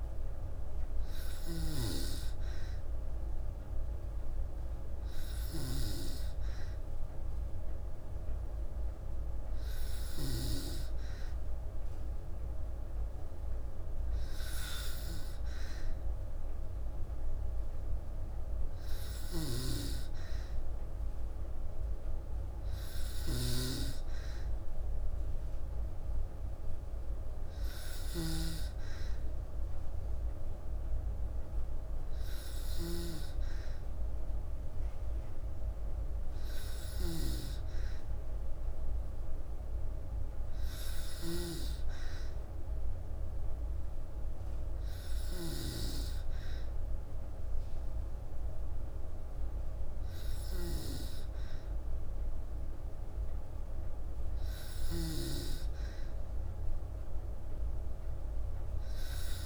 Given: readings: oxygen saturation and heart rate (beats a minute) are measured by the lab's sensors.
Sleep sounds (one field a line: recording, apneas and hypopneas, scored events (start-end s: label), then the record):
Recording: breathing in sleep by a room microphone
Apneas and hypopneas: none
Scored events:
0.00-1.00 s: snoring (device-marked)
18.50-59.46 s: snoring (device-marked)
From the record:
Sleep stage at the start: N2 (light sleep)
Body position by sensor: on the back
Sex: female